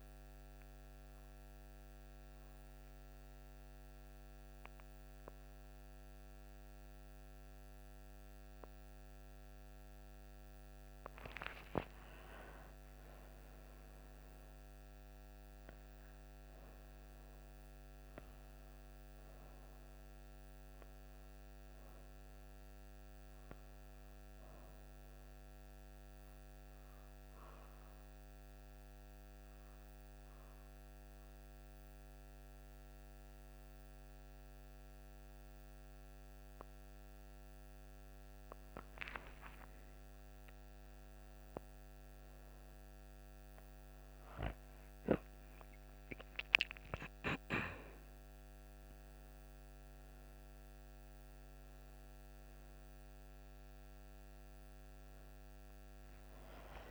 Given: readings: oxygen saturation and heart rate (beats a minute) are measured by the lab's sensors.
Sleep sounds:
breathing in sleep by a microphone on the trachea; 2
0.00-3.50 s: oxygen desaturation (device-marked, oxygen 92% lowest)
0.50-11.00 s: obstructive apnea (oxygen 98% before, 93% lowest)
11.50-16.50 s: arousal
17.50-38.50 s: oxygen desaturation (device-marked, oxygen 97% before, 93% lowest)
25.50-38.00 s: obstructive apnea (oxygen 97% before, 93% lowest)
39.00-44.00 s: arousal
From the record:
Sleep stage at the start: N2 (light sleep); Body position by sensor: on the back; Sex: female

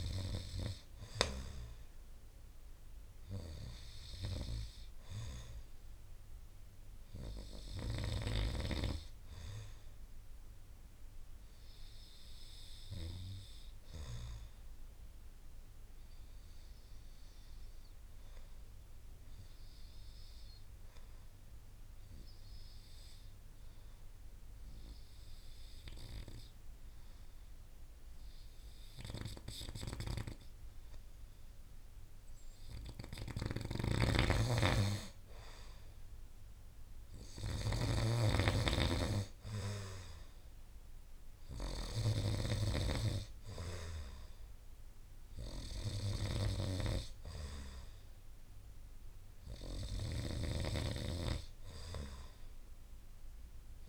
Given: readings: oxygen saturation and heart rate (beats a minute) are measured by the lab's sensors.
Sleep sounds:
breathing in sleep by a room microphone; 1
0.00-9.50 s: oxygen desaturation (device-marked, oxygen 90% lowest)
10.50-32.50 s: obstructive apnea (oxygen 95% before, 88% lowest)
33.00-50.50 s: snoring (device-marked)
34.50-38.00 s: arousal
44.50-53.89 s: oxygen desaturation (device-marked, oxygen 96% before, 88% lowest)
From the record:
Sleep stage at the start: N2 (light sleep); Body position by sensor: on the right side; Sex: male

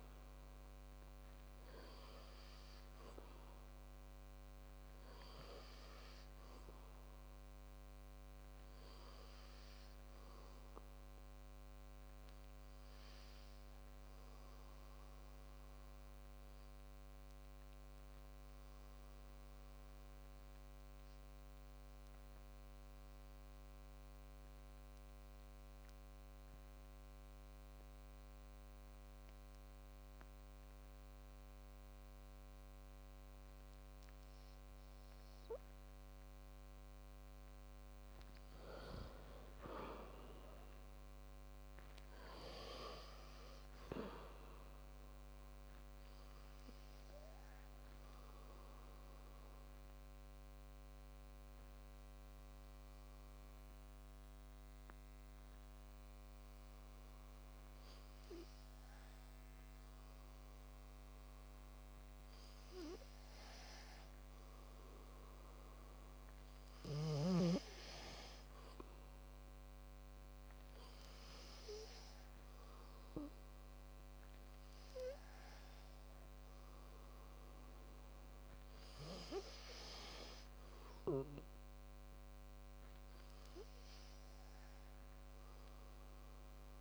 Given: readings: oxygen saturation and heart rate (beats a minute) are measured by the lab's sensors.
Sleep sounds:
breathing in sleep by a microphone on the trachea; 2
16.50-27.50 s: oxygen desaturation (device-marked, oxygen 97% before, 93% lowest, heart rate 59 before, 50 extreme)
21.00-38.00 s: obstructive apnea (oxygen 97% before, 92% lowest, heart rate 54 before, 50 extreme, up 23 after)
41.00-44.00 s: arousal
50.00-60.50 s: obstructive apnea (oxygen 99% before, 92% lowest, heart rate 61 before, 51 extreme, up 1 after)
63.00-66.00 s: arousal
65.50-84.50 s: oxygen desaturation (device-marked, oxygen 97% before, 92% lowest, heart rate 61 before, 57 extreme)
From the record:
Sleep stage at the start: N2 (light sleep); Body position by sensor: on the back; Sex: male

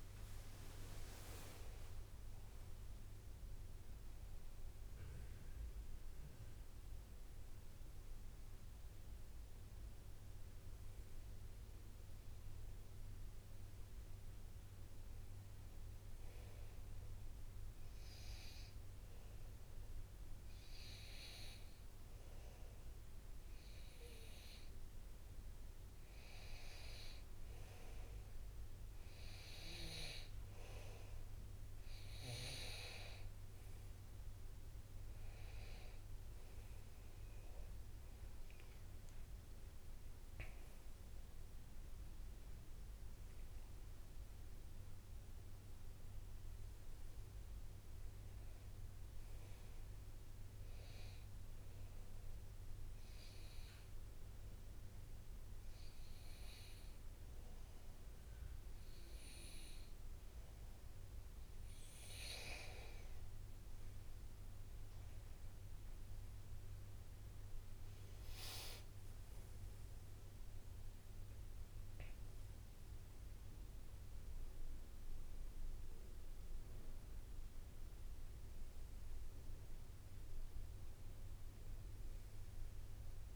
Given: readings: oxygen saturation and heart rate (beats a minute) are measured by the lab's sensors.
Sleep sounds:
breathing in sleep by a room microphone; 2
1.00-6.00 s: arousal
17.50-27.50 s: obstructive apnea (oxygen 98% before, 94% lowest, heart rate 69 before, 65 extreme, up 2 after)
39.00-44.00 s: arousal
53.00-63.00 s: obstructive apnea (oxygen 98% before, 94% lowest, heart rate 72 before, 65 extreme, up 1 after)
66.00-72.00 s: arousal
68.50-83.36 s: oxygen desaturation (device-marked, oxygen 98% before, 94% lowest, heart rate 68 before, 64 extreme)
From the record:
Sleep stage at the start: N2 (light sleep); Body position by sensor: on the back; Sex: male

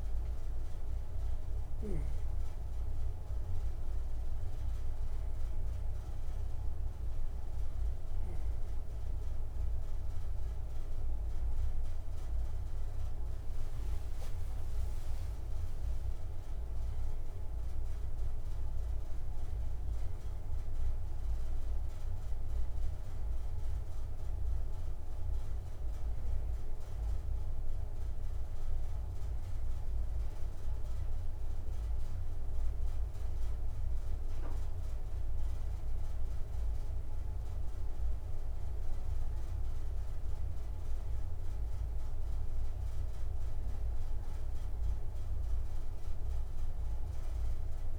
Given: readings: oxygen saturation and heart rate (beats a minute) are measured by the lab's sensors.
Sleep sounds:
a person partly awake in a sleep study, hard to hear, by a room microphone; none
13.00-47.99 s: new sleep stage, N1 (lightest sleep)
From the record:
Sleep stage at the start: awake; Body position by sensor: on the back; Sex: male

